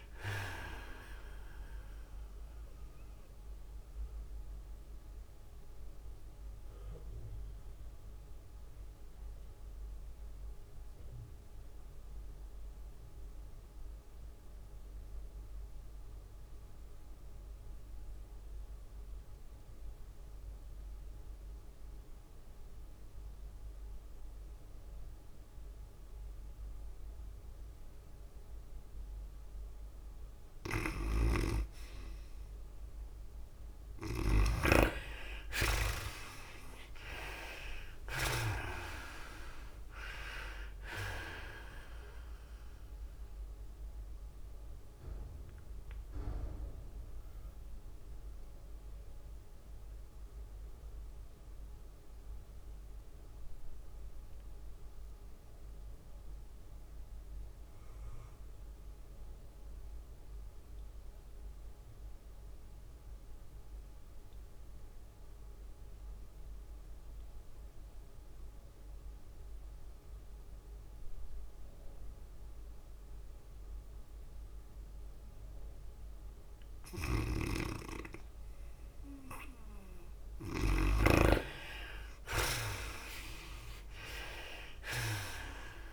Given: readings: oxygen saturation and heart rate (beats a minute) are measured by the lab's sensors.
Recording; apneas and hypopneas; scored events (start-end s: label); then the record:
breathing in sleep by a room microphone; 2
0.00-10.50 s: drop in pulse transit time (device-marked, heart rate 81 extreme)
0.00-14.50 s: oxygen desaturation (device-marked, oxygen 59% lowest, heart rate 58 extreme)
0.00-21.50 s: tachycardia (device-marked, heart rate 119 extreme)
4.00-31.50 s: mixed apnea (oxygen 74% before, 59% lowest, heart rate 79 before, 91 extreme, up 16 after)
16.50-53.50 s: oxygen desaturation (device-marked, oxygen 99% before, 64% lowest, heart rate 109 before, 91 extreme)
23.50-25.50 s: long interval between heartbeats (device-marked, heart rate 112 before, 94 extreme)
31.50-39.00 s: snoring (device-marked)
32.50-76.50 s: tachycardia (device-marked, heart rate 105 before, 116 extreme)
36.50-40.50 s: arousal
37.50-51.50 s: drop in pulse transit time (device-marked, heart rate 100 before, 106 extreme)
45.00-78.00 s: obstructive apnea (oxygen 99% before, 63% lowest, heart rate 102 before, 100 extreme, up 5 after)
58.50-85.93 s: oxygen desaturation (device-marked, oxygen 98% before, 65% lowest, heart rate 112 before, 100 extreme)
77.50-81.50 s: snoring (device-marked)
77.50-85.93 s: tachycardia (device-marked, heart rate 105 before, 115 extreme)
81.50-85.93 s: arousal
84.50-85.93 s: drop in pulse transit time (device-marked, heart rate 103 before, 106 extreme)
From the record:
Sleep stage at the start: REM sleep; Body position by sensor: on the back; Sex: female